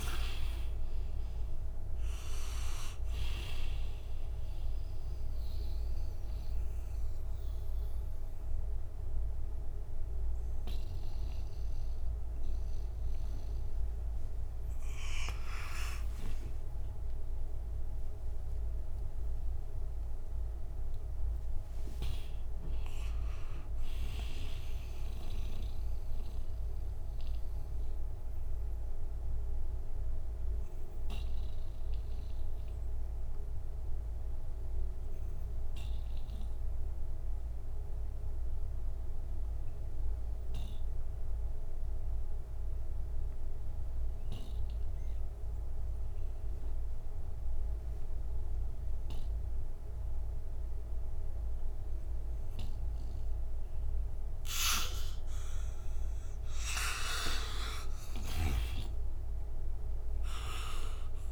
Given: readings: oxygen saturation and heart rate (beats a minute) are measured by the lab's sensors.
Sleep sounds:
breathing in sleep by a room microphone; 1
0.00-23.00 s: oxygen desaturation (device-marked, oxygen 98% before, 75% lowest, heart rate 61 before, 48 extreme)
16.00-21.50 s: arousal
28.00-54.50 s: obstructive apnea (oxygen 99% before, 79% lowest, heart rate 63 before, 38 extreme, up 1 after)
50.00-61.32 s: oxygen desaturation (device-marked, oxygen 96% before, 79% lowest, heart rate 60 before, 38 extreme)
56.00-61.00 s: arousal
From the record:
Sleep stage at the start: N2 (light sleep); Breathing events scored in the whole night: 304 in 4.4 hours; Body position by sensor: on the right side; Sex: male

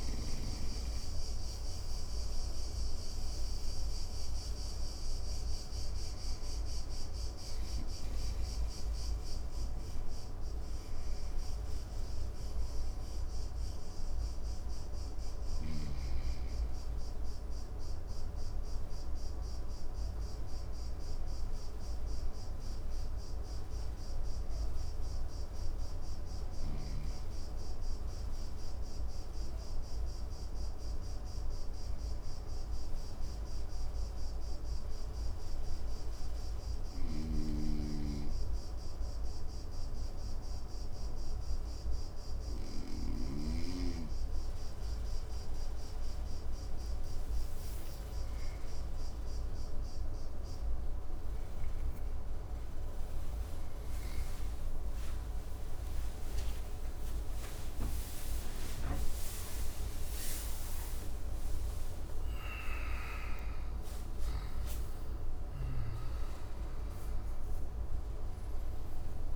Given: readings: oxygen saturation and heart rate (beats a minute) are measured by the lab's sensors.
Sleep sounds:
breathing in sleep by a room microphone; 1
0.00-2.00 s: arousal
0.00-17.50 s: oxygen desaturation (device-marked, oxygen 95% lowest, heart rate 56 extreme)
33.50-47.50 s: obstructive apnea (oxygen 98% before, 97% lowest, heart rate 58 before, 56 extreme, up 12 after)
57.50-69.36 s: new sleep stage, awake
From the record:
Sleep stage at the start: N2 (light sleep); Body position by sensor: on the right side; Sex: male

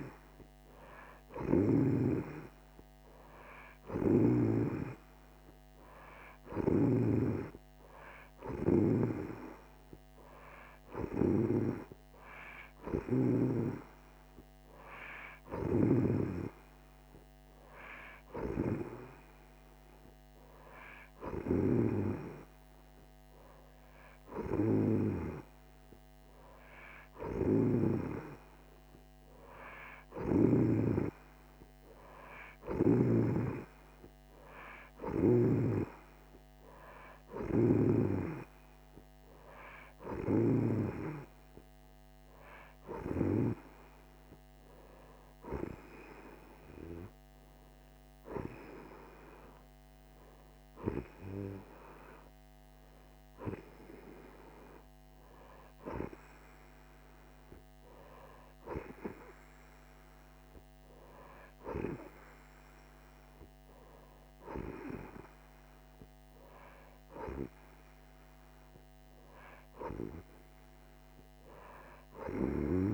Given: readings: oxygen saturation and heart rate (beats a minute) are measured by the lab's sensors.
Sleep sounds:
breathing in sleep by a microphone on the trachea; none
27.00-30.50 s: snoring (device-marked)
From the record:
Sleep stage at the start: N2 (light sleep); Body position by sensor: on the right side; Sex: female

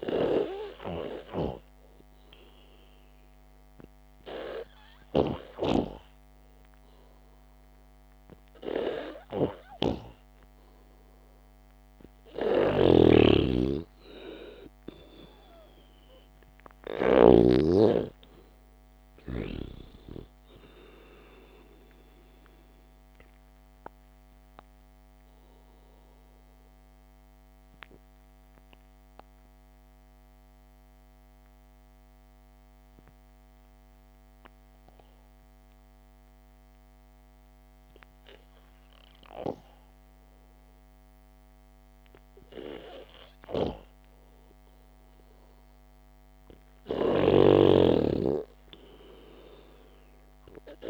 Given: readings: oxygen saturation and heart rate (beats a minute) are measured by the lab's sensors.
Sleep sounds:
breathing in sleep by a microphone on the trachea; 1
0.00-1.00 s: arousal
13.00-18.00 s: snoring (device-marked)
18.00-21.50 s: arousal
26.00-42.00 s: obstructive apnea (oxygen 97% before, 90% lowest, heart rate 56 before, 52 extreme, up 4 after)
44.50-47.00 s: arousal
47.50-50.90 s: snoring (device-marked)
From the record:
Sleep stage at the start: N2 (light sleep); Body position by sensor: on the back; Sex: male

